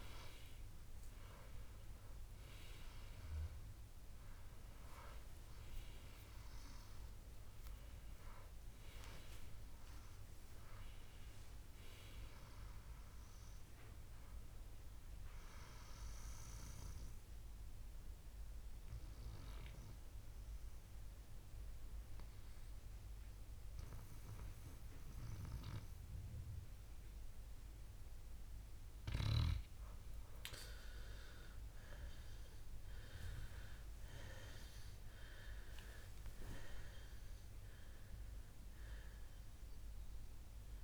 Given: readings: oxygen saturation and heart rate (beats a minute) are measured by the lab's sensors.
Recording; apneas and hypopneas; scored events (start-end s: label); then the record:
breathing in sleep by a room microphone; 1
16.50-29.00 s: obstructive apnea (oxygen 98% before, 93% lowest, heart rate 72 before, 60 extreme, up 10 after)
18.00-40.84 s: new sleep stage, N2 (light sleep)
31.00-34.50 s: arousal
35.00-40.84 s: oxygen desaturation (device-marked, oxygen 97% before, 94% lowest, heart rate 64 before, 59 extreme)
From the record:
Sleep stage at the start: N1 (lightest sleep); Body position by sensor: on the back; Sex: male